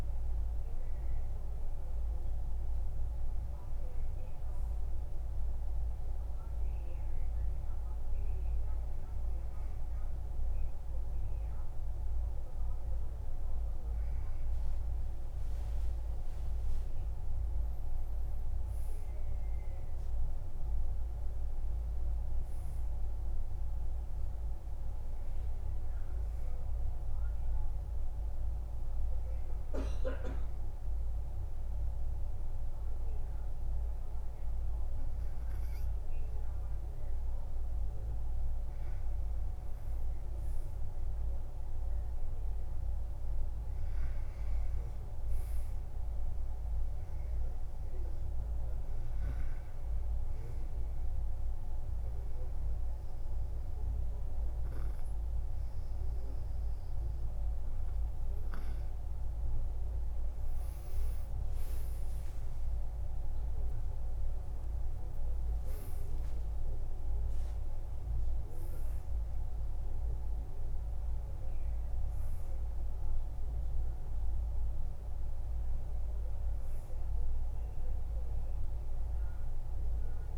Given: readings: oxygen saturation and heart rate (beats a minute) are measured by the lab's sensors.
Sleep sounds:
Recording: a person partly awake in a sleep study, hard to hear, by a room microphone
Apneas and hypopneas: 1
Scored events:
30.00-80.38 s: new sleep stage, N2 (light sleep)
51.00-61.00 s: obstructive apnea (oxygen 95% before, 91% lowest, heart rate 59 before, 53 extreme, up 18 after)
62.50-64.50 s: long interval between heartbeats (device-marked, heart rate 60 before, 69 extreme)
62.50-68.00 s: arousal
70.00-80.38 s: oxygen desaturation (device-marked, oxygen 95% before, 92% lowest, heart rate 65 before, 53 extreme)
From the record:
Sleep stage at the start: awake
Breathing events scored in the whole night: 282 in 3.9 hours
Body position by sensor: on the back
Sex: male

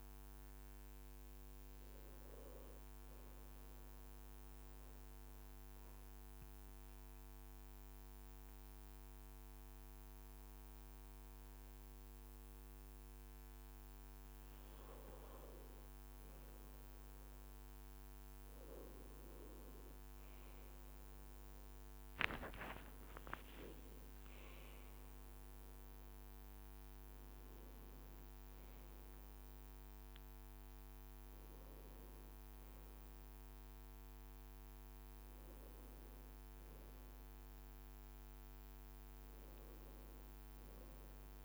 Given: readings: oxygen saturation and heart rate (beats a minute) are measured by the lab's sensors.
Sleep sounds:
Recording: breathing in sleep, hard to hear, by a microphone on the trachea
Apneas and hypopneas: 1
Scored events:
3.50-14.50 s: central apnea (oxygen 98% before, 91% lowest, heart rate 59 before, 57 extreme, up 0 after)
17.50-21.00 s: arousal
21.00-27.00 s: leg movement (device-marked)
22.00-41.45 s: oxygen desaturation (device-marked, oxygen 94% before, 91% lowest, heart rate 57 before, 56 extreme)
From the record:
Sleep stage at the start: N2 (light sleep)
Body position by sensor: on the right side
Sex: male

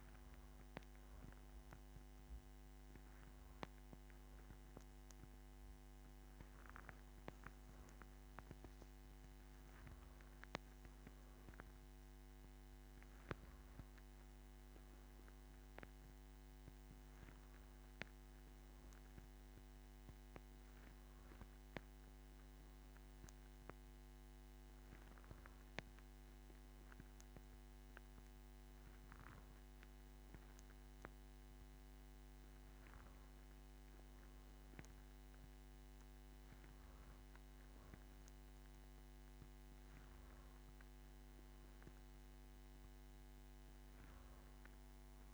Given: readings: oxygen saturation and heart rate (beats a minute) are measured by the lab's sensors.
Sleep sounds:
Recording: breathing in sleep, hard to hear, by a microphone on the trachea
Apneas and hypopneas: none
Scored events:
29.50-31.50 s: long interval between heartbeats (device-marked, heart rate 72 before, 67 extreme)
From the record:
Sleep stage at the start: N2 (light sleep)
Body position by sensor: on the back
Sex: female

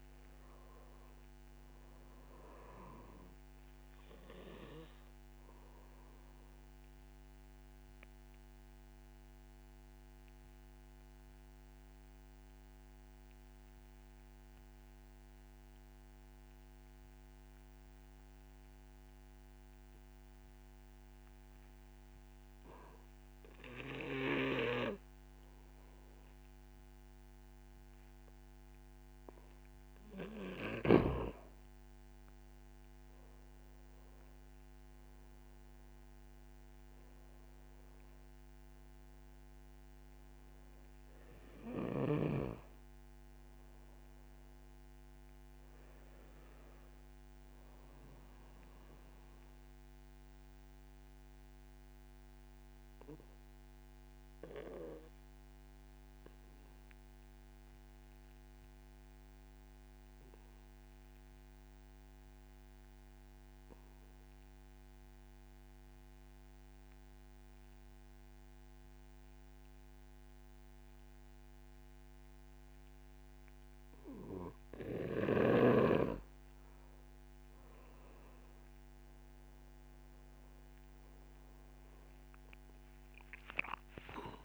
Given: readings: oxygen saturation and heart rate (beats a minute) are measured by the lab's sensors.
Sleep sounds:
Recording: breathing in sleep by a microphone on the trachea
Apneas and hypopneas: 2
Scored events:
0.00-20.50 s: oxygen desaturation (device-marked, oxygen 85% lowest, heart rate 53 extreme)
5.50-29.50 s: obstructive apnea (oxygen 97% before, 85% lowest, heart rate 63 before, 54 extreme, up 14 after)
31.00-35.00 s: arousal
32.50-54.50 s: oxygen desaturation (device-marked, oxygen 97% before, 88% lowest, heart rate 69 before, 54 extreme)
51.00-75.00 s: obstructive apnea (oxygen 98% before, 88% lowest)
73.50-84.45 s: oxygen desaturation (device-marked, oxygen 96% before, 88% lowest)
77.50-80.00 s: arousal
From the record:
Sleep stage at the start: N2 (light sleep)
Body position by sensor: on the back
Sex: male

